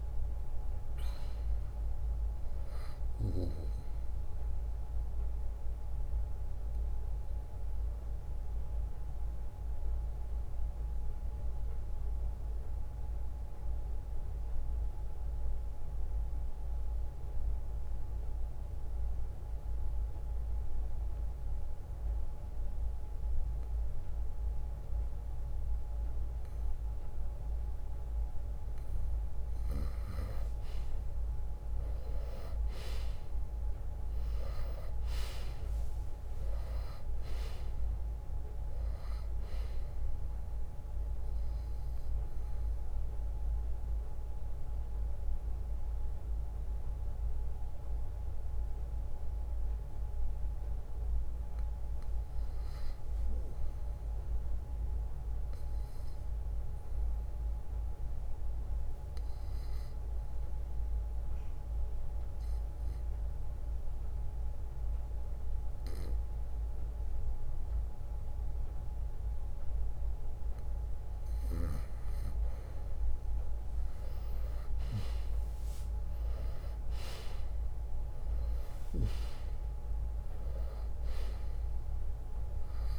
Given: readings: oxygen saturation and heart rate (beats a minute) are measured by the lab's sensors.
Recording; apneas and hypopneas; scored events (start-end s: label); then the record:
breathing in sleep, hard to hear, by a room microphone; 3
0.00-8.50 s: oxygen desaturation (device-marked, oxygen 92% lowest, heart rate 53 extreme)
0.00-11.50 s: drop in pulse transit time (device-marked, heart rate 63 extreme)
6.00-27.50 s: obstructive apnea (oxygen 98% before, 90% lowest, heart rate 66 before, 53 extreme, up 2 after)
8.50-32.50 s: bradycardia (device-marked, heart rate 67 before, 53 extreme)
19.50-29.50 s: oxygen desaturation (device-marked, oxygen 94% before, 90% lowest, heart rate 65 before, 53 extreme)
30.50-35.00 s: arousal
32.50-45.50 s: drop in pulse transit time (device-marked, heart rate 56 before, 55 extreme)
35.50-60.50 s: oxygen desaturation (device-marked, oxygen 98% before, 90% lowest, heart rate 56 before, 59 extreme)
41.00-43.00 s: long interval between heartbeats (device-marked, heart rate 59 before, 71 extreme)
41.00-51.50 s: obstructive apnea (oxygen 98% before, 90% lowest, heart rate 59 before, 59 extreme, up 1 after)
48.50-50.50 s: bradycardia (device-marked, heart rate 67 before, 61 extreme)
53.50-57.00 s: arousal
62.00-72.50 s: obstructive apnea (oxygen 97% before, 90% lowest, heart rate 62 before, 60 extreme, up 10 after)
74.00-79.00 s: arousal
76.50-82.99 s: drop in pulse transit time (device-marked, heart rate 61 before, 64 extreme)
76.50-82.99 s: oxygen desaturation (device-marked, oxygen 98% before, 90% lowest, heart rate 61 before, 57 extreme)
78.50-80.50 s: long interval between heartbeats (device-marked, heart rate 61 before, 69 extreme)
From the record:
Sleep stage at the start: N2 (light sleep); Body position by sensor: on the right side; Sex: male